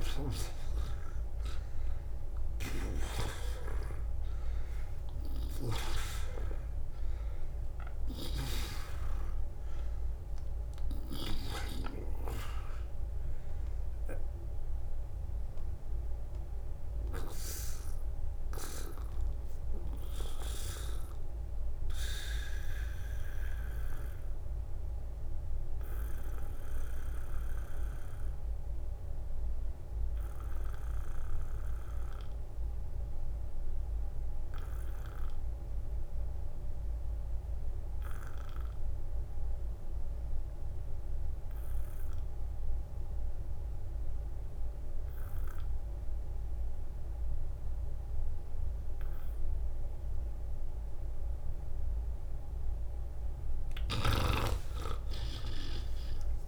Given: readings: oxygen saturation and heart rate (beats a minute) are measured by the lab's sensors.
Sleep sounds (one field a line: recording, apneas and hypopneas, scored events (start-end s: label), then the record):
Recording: breathing in sleep by a room microphone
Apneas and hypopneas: 1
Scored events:
0.00-4.00 s: arousal
4.00-6.00 s: long interval between heartbeats (device-marked, heart rate 55 before, 59 extreme)
14.00-52.00 s: obstructive apnea (oxygen 97% before, 82% lowest, heart rate 57 before, 40 extreme, up 17 after)
16.50-36.50 s: oxygen desaturation (device-marked, oxygen 94% before, 84% lowest, heart rate 59 before, 40 extreme)
27.00-29.00 s: long interval between heartbeats (device-marked, heart rate 63 before, 67 extreme)
41.00-43.00 s: long interval between heartbeats (device-marked, heart rate 58 before, 50 extreme)
52.50-56.48 s: oxygen desaturation (device-marked, oxygen 96% before, 92% lowest, heart rate 51 before, 50 extreme)
54.00-56.48 s: arousal
From the record:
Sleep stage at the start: N2 (light sleep)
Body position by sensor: on the back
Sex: male